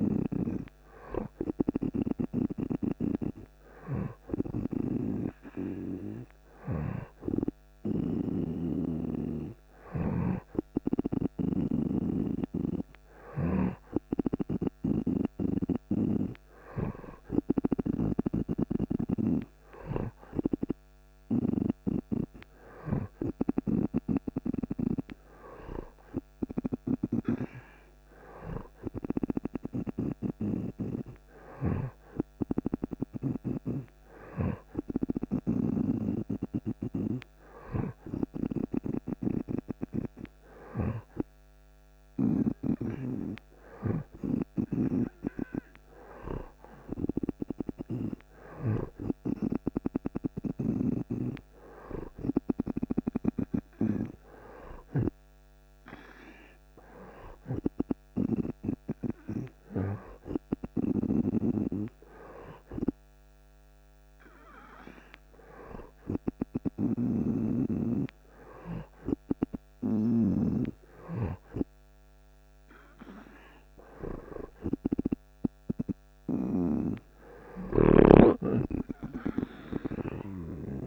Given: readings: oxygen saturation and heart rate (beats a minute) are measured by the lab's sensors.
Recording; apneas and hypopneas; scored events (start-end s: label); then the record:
breathing in sleep by a microphone on the trachea; none
4.50-18.50 s: snoring (device-marked)
31.50-49.00 s: snoring (device-marked)
61.00-70.50 s: snoring (device-marked)
76.50-80.87 s: snoring (device-marked)
From the record:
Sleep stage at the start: REM sleep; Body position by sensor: on the right side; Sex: male